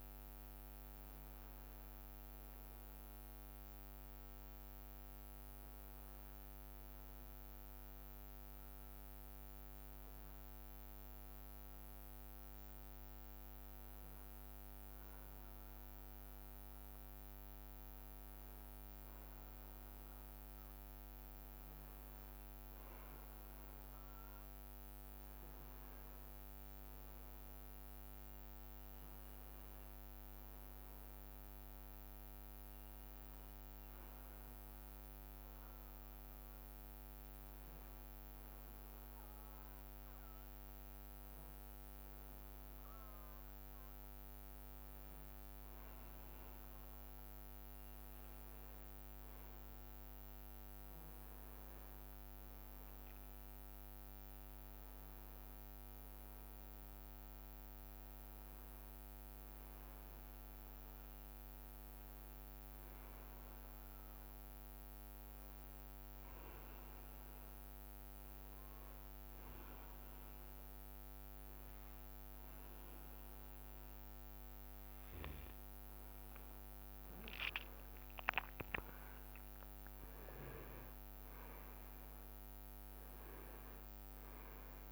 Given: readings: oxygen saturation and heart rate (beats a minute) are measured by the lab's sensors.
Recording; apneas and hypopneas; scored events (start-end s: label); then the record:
breathing in sleep, hard to hear, by a microphone on the trachea; 3
8.50-20.50 s: hypopnea (oxygen 99% before, 96% lowest, heart rate 78 before, 62 extreme, up 5 after)
18.50-24.50 s: leg movement (device-marked)
25.50-30.00 s: arousal
25.50-31.50 s: leg movement (device-marked)
33.50-42.50 s: leg movement (device-marked)
35.50-48.00 s: hypopnea (oxygen 99% before, 95% lowest, heart rate 65 before, 64 extreme, up 4 after)
46.50-55.00 s: leg movement (device-marked)
51.50-55.50 s: arousal
65.00-76.50 s: obstructive apnea (oxygen 98% before, 95% lowest, heart rate 66 before, 63 extreme, up 13 after)
78.00-80.50 s: leg movement (device-marked)
78.00-83.00 s: arousal
From the record:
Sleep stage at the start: N2 (light sleep); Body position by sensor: on the back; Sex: male